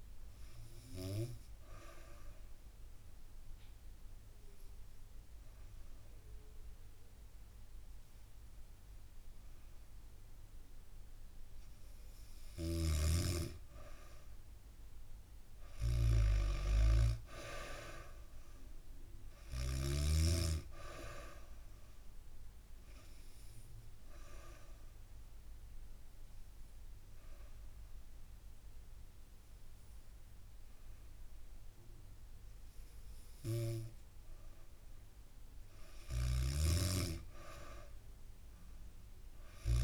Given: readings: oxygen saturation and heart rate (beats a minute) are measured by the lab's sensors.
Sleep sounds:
breathing in sleep by a room microphone; 2
0.00-11.50 s: oxygen desaturation (device-marked, oxygen 92% lowest, heart rate 64 extreme)
1.00-12.00 s: obstructive apnea (oxygen 96% before, 92% lowest, heart rate 70 before, 64 extreme, up 4 after)
12.00-19.50 s: snoring (device-marked)
12.50-16.00 s: arousal
23.50-34.50 s: obstructive apnea (oxygen 96% before, 93% lowest, heart rate 67 before, 65 extreme, up 1 after)
35.50-39.84 s: snoring (device-marked)
37.50-39.84 s: arousal
From the record:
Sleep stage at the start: N2 (light sleep); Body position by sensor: on the back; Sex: female

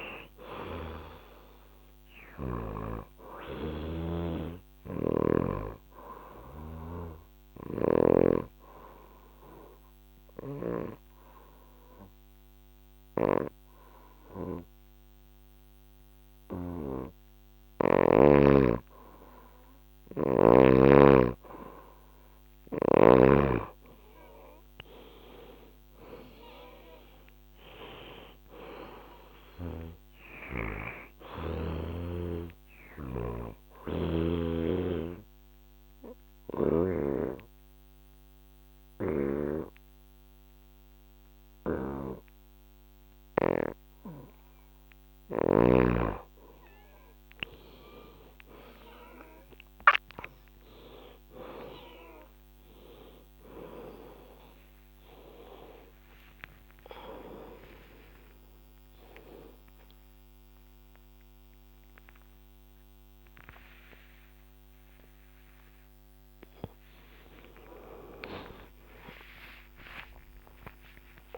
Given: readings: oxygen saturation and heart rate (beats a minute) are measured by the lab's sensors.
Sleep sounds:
a person partly awake in a sleep study, by a microphone on the trachea; 2
0.00-10.00 s: oxygen desaturation (device-marked, oxygen 93% lowest, heart rate 71 extreme)
6.00-18.50 s: obstructive apnea (oxygen 97% before, 92% lowest, heart rate 72 before, 71 extreme, up 6 after)
22.00-40.00 s: oxygen desaturation (device-marked, oxygen 96% before, 92% lowest, heart rate 74 before, 71 extreme)
24.00-28.00 s: arousal
33.00-45.00 s: obstructive apnea (oxygen 96% before, 92% lowest, heart rate 76 before, 71 extreme, up 12 after)
46.00-71.38 s: new sleep stage, awake
54.00-60.00 s: oxygen desaturation (device-marked, oxygen 96% before, 92% lowest, heart rate 75 before, 75 extreme)
From the record:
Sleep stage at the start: N2 (light sleep); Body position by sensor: on the back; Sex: female

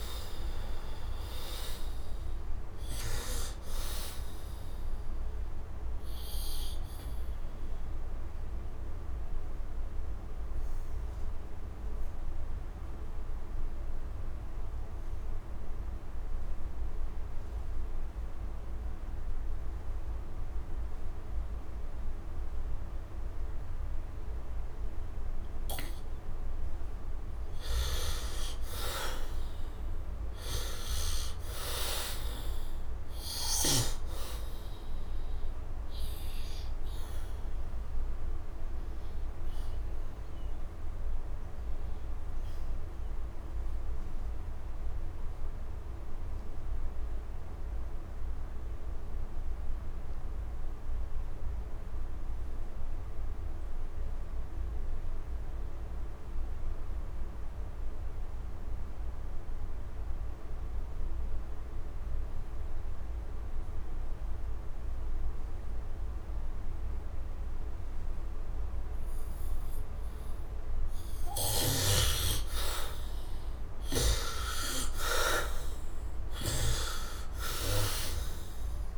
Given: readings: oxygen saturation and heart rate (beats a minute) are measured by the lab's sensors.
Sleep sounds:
breathing in sleep by a room microphone; 2
0.00-28.50 s: oxygen desaturation (device-marked, oxygen 69% lowest, heart rate 58 extreme)
5.00-26.00 s: obstructive apnea (oxygen 99% before, 69% lowest, heart rate 76 before, 58 extreme, up 14 after)
27.50-31.00 s: arousal
33.50-51.50 s: oxygen desaturation (device-marked, oxygen 98% before, 77% lowest, heart rate 73 before, 58 extreme)
36.50-69.00 s: obstructive apnea (oxygen 98% before, 66% lowest, heart rate 76 before, 58 extreme, up 10 after)
38.50-42.50 s: bradycardia (device-marked, heart rate 74 before, 58 extreme)
60.50-78.98 s: oxygen desaturation (device-marked, oxygen 99% before, 67% lowest, heart rate 65 before, 64 extreme)
72.00-75.50 s: arousal
From the record:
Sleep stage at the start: N2 (light sleep); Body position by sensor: on the back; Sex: male

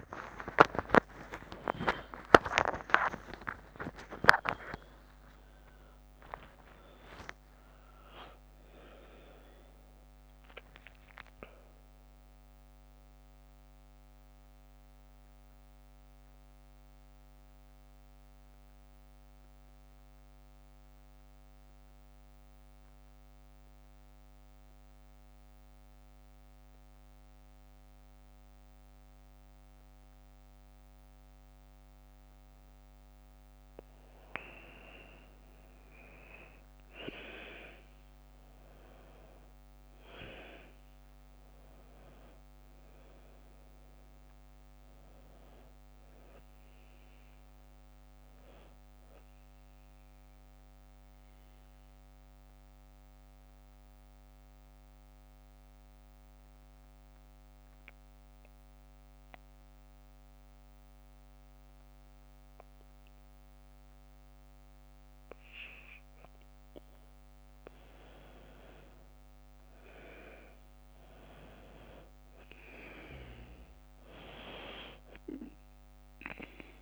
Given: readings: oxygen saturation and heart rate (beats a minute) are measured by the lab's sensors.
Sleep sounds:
breathing in sleep by a microphone on the trachea; 2
0.00-2.50 s: arousal
0.00-23.00 s: oxygen desaturation (device-marked, oxygen 88% lowest, heart rate 56 extreme)
14.00-33.00 s: mixed apnea (oxygen 100% before, 88% lowest, heart rate 65 before, 56 extreme, up 2 after)
34.00-38.00 s: arousal
38.00-58.00 s: oxygen desaturation (device-marked, oxygen 100% before, 89% lowest, heart rate 59 before, 56 extreme)
50.00-66.00 s: mixed apnea (oxygen 100% before, 89% lowest, heart rate 59 before, 57 extreme, up 6 after)
67.50-70.50 s: arousal
72.00-76.82 s: oxygen desaturation (device-marked, oxygen 98% before, 91% lowest, heart rate 59 before, 57 extreme)
From the record:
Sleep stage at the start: N2 (light sleep); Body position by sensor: on the back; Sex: female

